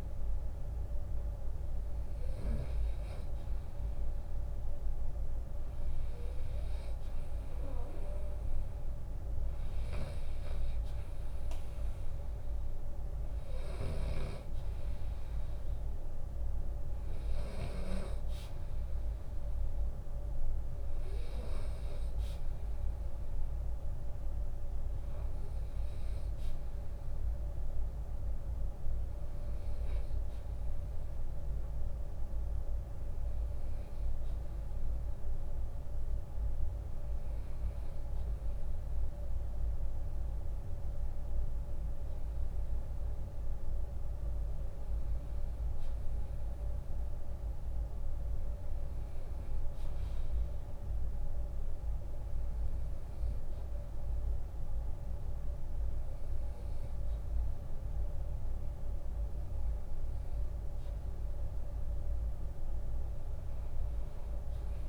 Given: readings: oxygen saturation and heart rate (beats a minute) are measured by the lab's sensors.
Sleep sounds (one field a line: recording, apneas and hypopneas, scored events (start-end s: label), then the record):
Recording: breathing in sleep, hard to hear, by a room microphone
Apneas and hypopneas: none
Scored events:
13.00-17.00 s: snoring (device-marked)
52.00-54.00 s: long interval between heartbeats (device-marked, heart rate 76 before, 72 extreme)
63.50-64.89 s: drop in pulse transit time (device-marked, heart rate 73 before, 66 extreme)
From the record:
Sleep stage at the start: REM sleep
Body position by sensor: on the right side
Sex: male